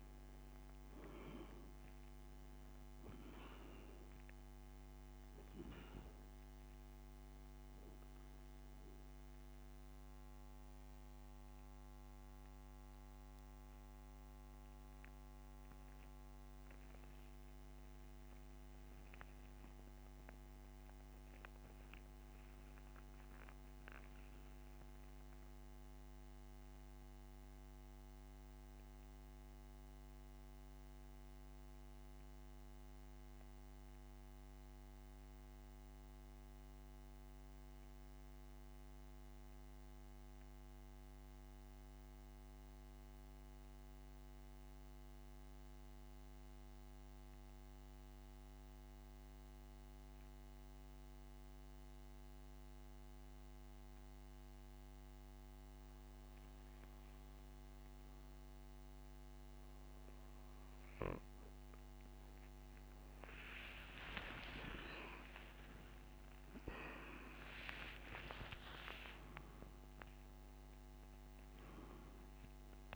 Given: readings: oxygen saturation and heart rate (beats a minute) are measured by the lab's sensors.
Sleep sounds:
breathing in sleep by a microphone on the trachea; 1
20.50-23.50 s: arousal
26.00-56.50 s: central apnea (oxygen 96% before, 85% lowest)
32.50-54.50 s: oxygen desaturation (device-marked, oxygen 94% before, 86% lowest, heart rate 42 before, 36 extreme)
64.00-68.50 s: arousal
From the record:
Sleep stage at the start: N2 (light sleep); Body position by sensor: on the back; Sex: male

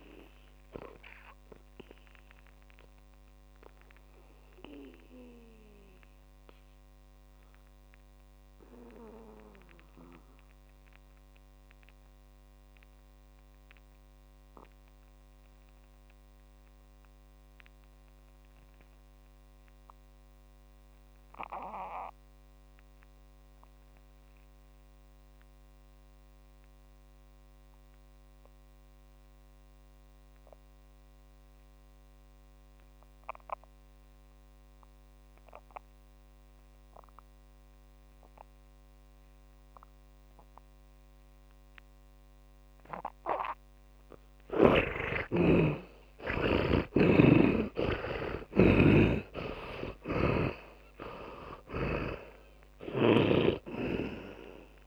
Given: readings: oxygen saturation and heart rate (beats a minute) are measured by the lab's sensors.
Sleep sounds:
breathing in sleep by a microphone on the trachea; 1
0.00-20.50 s: oxygen desaturation (device-marked, oxygen 71% lowest, heart rate 46 extreme)
0.50-44.00 s: mixed apnea (oxygen 100% before, 69% lowest, heart rate 60 before, 46 extreme, up 32 after)
26.50-54.87 s: oxygen desaturation (device-marked, oxygen 99% before, 69% lowest, heart rate 60 before, 46 extreme)
46.00-49.50 s: arousal
47.50-54.00 s: snoring (device-marked)
From the record:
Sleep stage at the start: N2 (light sleep); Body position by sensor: on the back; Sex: male

